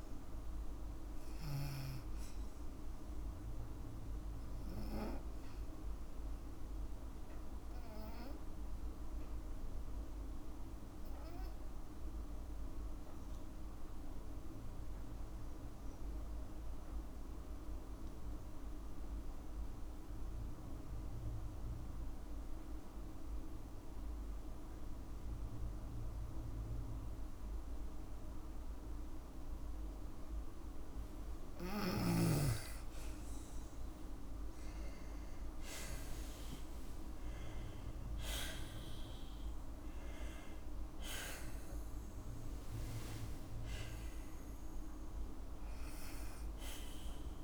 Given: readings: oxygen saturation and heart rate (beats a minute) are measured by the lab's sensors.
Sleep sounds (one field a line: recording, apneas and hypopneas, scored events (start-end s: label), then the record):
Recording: breathing in sleep, hard to hear, by a room microphone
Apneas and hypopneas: 1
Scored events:
7.50-31.00 s: obstructive apnea (oxygen 98% before, 90% lowest, heart rate 60 before, 54 extreme, up 6 after)
16.00-27.00 s: oxygen desaturation (device-marked, oxygen 98% before, 92% lowest, heart rate 58 before, 55 extreme)
34.00-37.50 s: arousal
From the record:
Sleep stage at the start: N2 (light sleep)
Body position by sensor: on the back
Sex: female